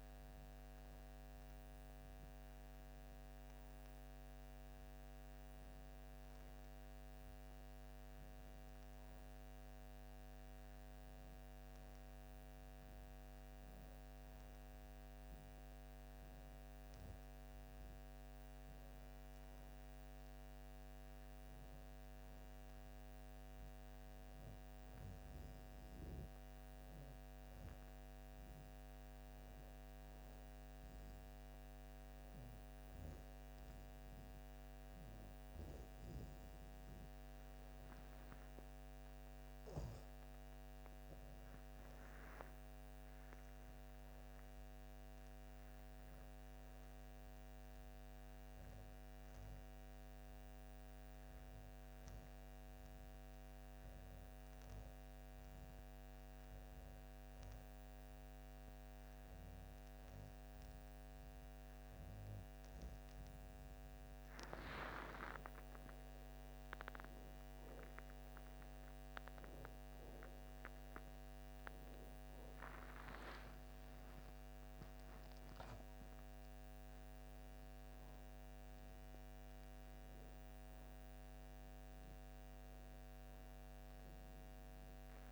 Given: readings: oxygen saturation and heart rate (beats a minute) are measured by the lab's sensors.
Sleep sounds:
breathing in sleep, hard to hear, by a microphone on the trachea; none
66.00-72.50 s: arousal
From the record:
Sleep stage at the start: N1 (lightest sleep); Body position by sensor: on the back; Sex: female

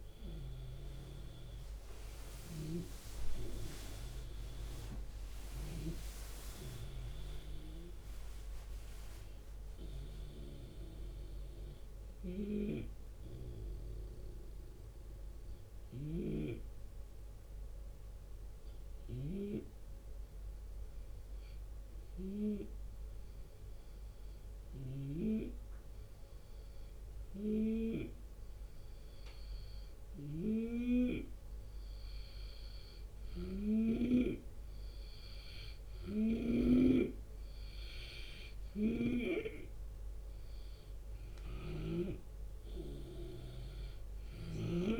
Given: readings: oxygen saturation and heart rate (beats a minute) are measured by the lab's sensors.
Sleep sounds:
breathing in sleep by a room microphone; 1
0.00-1.00 s: long interval between heartbeats (device-marked, heart rate 64 extreme)
0.00-2.50 s: oxygen desaturation (device-marked, oxygen 88% lowest, heart rate 40 extreme)
0.00-26.50 s: tachycardia (device-marked, heart rate 155 extreme)
1.50-3.50 s: long interval between heartbeats (device-marked, heart rate 63 before, 90 extreme)
9.50-26.50 s: oxygen desaturation (device-marked, oxygen 89% before, 86% lowest)
11.50-15.50 s: snoring (device-marked)
11.50-31.00 s: hypopnea (oxygen 93% before, 86% lowest)
24.00-27.50 s: snoring (device-marked)
29.50-36.00 s: snoring (device-marked)
35.00-38.50 s: arousal
38.00-44.50 s: snoring (device-marked)
39.50-45.00 s: oxygen desaturation (device-marked, oxygen 92% before, 88% lowest)
42.00-44.00 s: long interval between heartbeats (device-marked)
From the record:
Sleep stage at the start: N2 (light sleep); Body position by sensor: on the left side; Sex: male

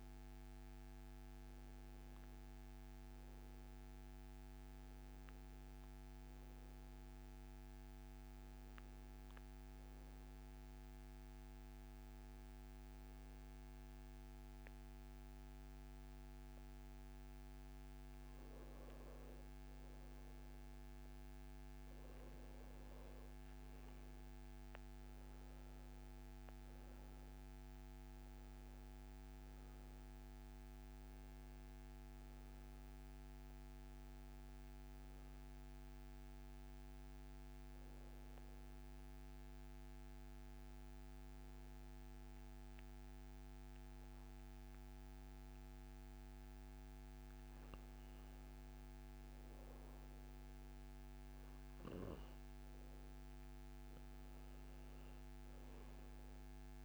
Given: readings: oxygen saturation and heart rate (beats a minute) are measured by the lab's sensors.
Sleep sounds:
breathing in sleep, hard to hear, by a microphone on the trachea; 2
5.50-56.85 s: new sleep stage, N2 (light sleep)
8.00-19.00 s: hypopnea (oxygen 96% before, 90% lowest, heart rate 77 before, 66 extreme, up 4 after)
21.50-25.50 s: arousal
24.50-43.50 s: oxygen desaturation (device-marked, oxygen 96% before, 91% lowest, heart rate 71 before, 63 extreme)
37.00-48.00 s: obstructive apnea (oxygen 96% before, 90% lowest, heart rate 71 before, 63 extreme, up 2 after)
52.50-56.00 s: arousal
54.50-56.85 s: oxygen desaturation (device-marked, oxygen 96% before, 90% lowest, heart rate 67 before, 67 extreme)
From the record:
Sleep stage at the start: N1 (lightest sleep); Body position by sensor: on the back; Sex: male

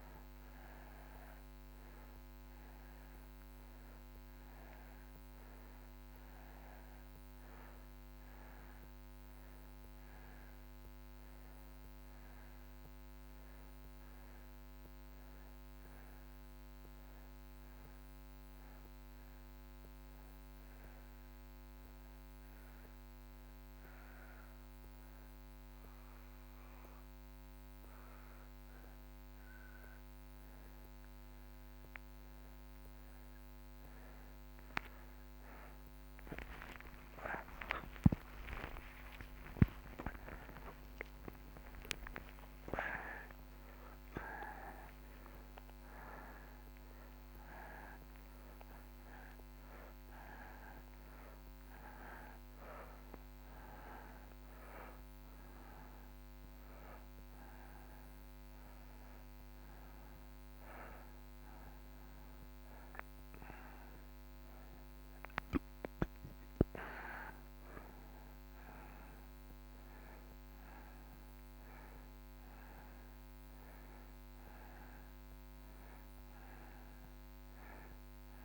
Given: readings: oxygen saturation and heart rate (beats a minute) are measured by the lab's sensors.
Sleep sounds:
a person awake in a sleep study, by a microphone on the trachea; 1
0.00-20.50 s: oxygen desaturation (device-marked, oxygen 85% lowest)
20.50-30.50 s: obstructive apnea (oxygen 94% before, 91% lowest)
36.50-78.44 s: new sleep stage, awake
39.50-44.50 s: oxygen desaturation (device-marked, oxygen 95% before, 92% lowest)
From the record:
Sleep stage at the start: N2 (light sleep); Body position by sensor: on the right side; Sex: male

